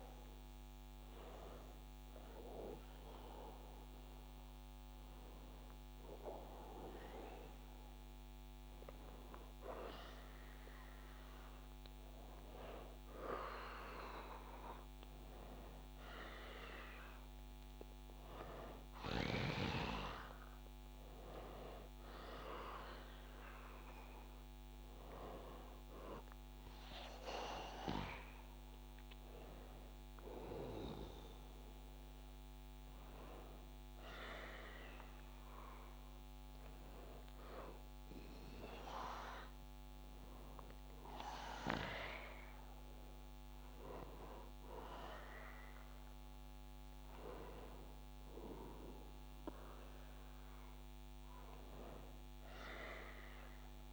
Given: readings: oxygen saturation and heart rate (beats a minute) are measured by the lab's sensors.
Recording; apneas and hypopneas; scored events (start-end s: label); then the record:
a person awake in a sleep study, by a microphone on the trachea; none
34.50-53.93 s: new sleep stage, N1 (lightest sleep)
From the record:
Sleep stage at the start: awake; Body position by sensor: on the back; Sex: male